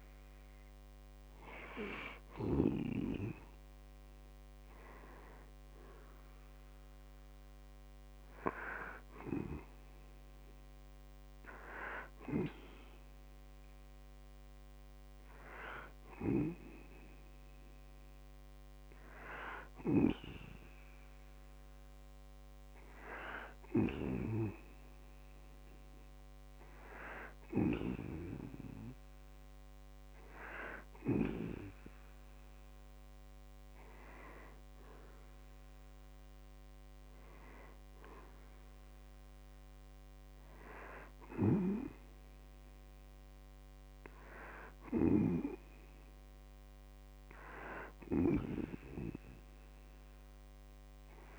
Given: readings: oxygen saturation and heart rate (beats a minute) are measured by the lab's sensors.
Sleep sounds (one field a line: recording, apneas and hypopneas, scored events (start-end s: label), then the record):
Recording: breathing in sleep by a microphone on the trachea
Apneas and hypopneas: none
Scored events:
none scored
From the record:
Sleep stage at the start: N2 (light sleep)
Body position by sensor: on the back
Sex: male